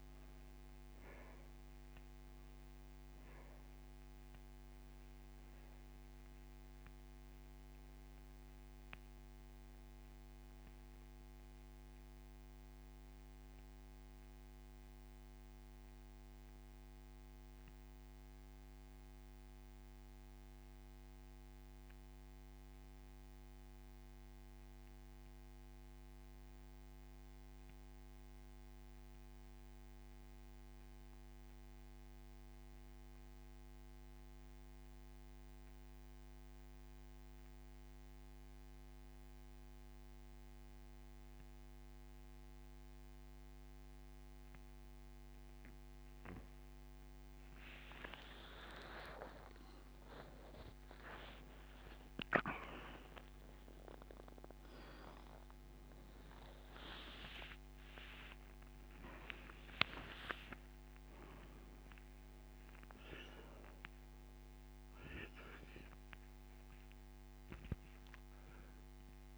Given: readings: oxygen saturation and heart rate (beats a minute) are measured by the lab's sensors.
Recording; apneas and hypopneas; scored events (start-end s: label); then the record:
breathing in sleep by a microphone on the trachea; 1
0.00-43.50 s: oxygen desaturation (device-marked, oxygen 84% lowest)
7.50-46.00 s: central apnea (oxygen 98% before, 84% lowest)
49.00-53.00 s: arousal
66.50-69.38 s: oxygen desaturation (device-marked, oxygen 96% before, 86% lowest)
From the record:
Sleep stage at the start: N2 (light sleep); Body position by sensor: on the back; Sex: male